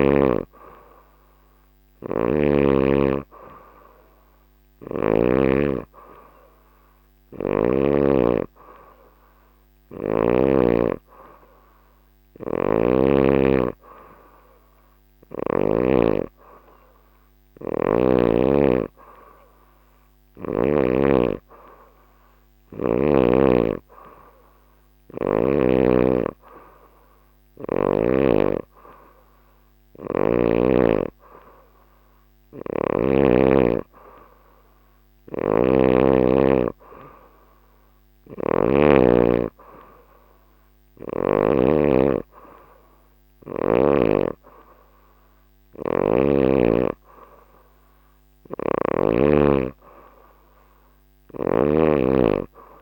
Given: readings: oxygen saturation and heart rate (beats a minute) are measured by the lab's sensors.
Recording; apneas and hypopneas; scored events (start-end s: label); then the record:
breathing in sleep by a microphone on the trachea; none
0.00-5.00 s: snoring (device-marked)
12.00-15.50 s: snoring (device-marked)
35.00-38.50 s: snoring (device-marked)
48.00-51.50 s: snoring (device-marked)
From the record:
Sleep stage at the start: N3 (deep sleep); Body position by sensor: on the back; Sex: female